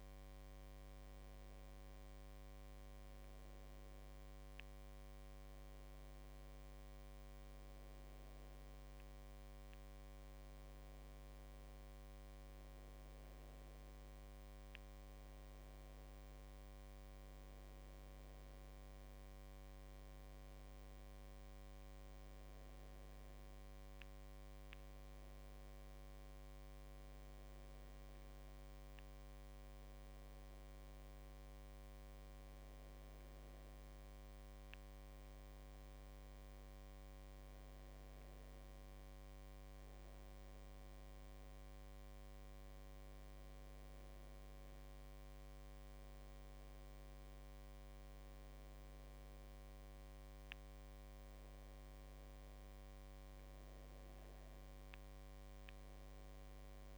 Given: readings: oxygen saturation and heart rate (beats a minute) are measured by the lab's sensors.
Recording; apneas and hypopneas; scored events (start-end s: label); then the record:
breathing in sleep, hard to hear, by a microphone on the trachea; none
none scored
From the record:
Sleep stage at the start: N1 (lightest sleep); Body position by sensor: on the back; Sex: female